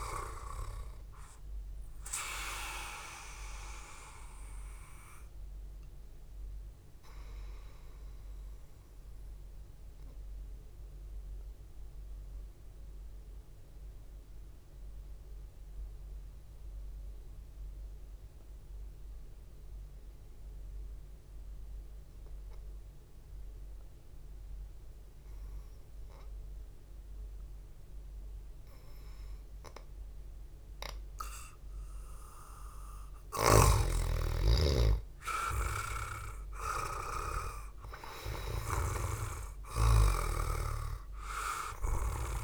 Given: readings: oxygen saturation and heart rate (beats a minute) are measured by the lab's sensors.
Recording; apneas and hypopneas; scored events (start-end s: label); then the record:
breathing in sleep by a room microphone; 1
8.50-29.50 s: mixed apnea (oxygen 98% before, 91% lowest, heart rate 59 before, 57 extreme, up 1 after)
33.00-42.44 s: oxygen desaturation (device-marked, oxygen 98% before, 91% lowest, heart rate 61 before, 54 extreme)
36.50-41.00 s: arousal
From the record:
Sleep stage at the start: N2 (light sleep); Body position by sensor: on the back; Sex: male